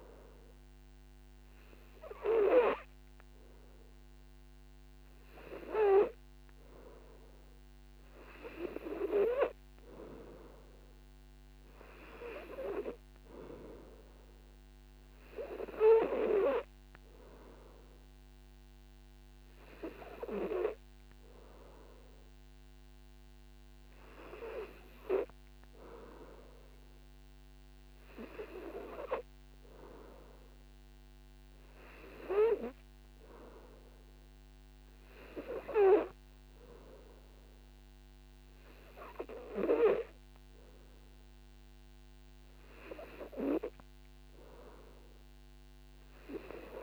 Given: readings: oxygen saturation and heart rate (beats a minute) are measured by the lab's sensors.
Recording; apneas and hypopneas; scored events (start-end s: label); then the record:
breathing in sleep by a microphone on the trachea; none
15.00-25.00 s: oxygen desaturation (device-marked, oxygen 95% before, 91% lowest, heart rate 57 before, 56 extreme)
From the record:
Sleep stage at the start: N2 (light sleep); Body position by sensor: on the back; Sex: male